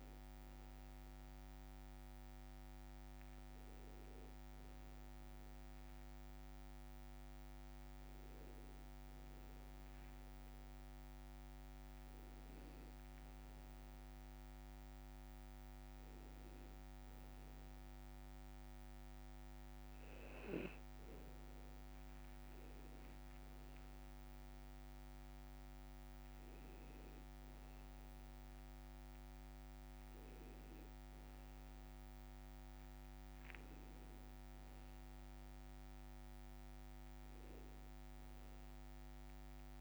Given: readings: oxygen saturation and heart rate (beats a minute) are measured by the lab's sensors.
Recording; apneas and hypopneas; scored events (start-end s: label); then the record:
breathing in sleep, hard to hear, by a microphone on the trachea; none
23.50-28.00 s: arousal
From the record:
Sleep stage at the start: N2 (light sleep); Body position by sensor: on the back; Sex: male